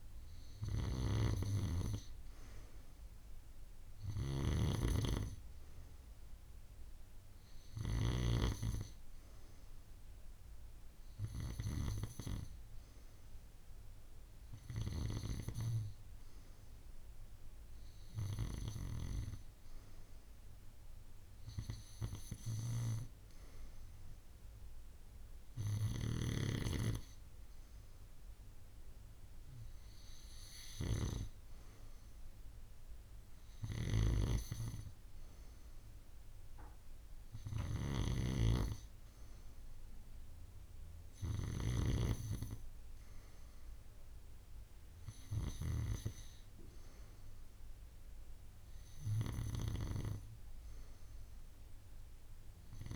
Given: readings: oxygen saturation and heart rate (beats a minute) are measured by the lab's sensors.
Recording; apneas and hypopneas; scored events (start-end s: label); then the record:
breathing in sleep by a room microphone; none
none scored
From the record:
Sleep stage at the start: N2 (light sleep); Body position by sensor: on the right side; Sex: female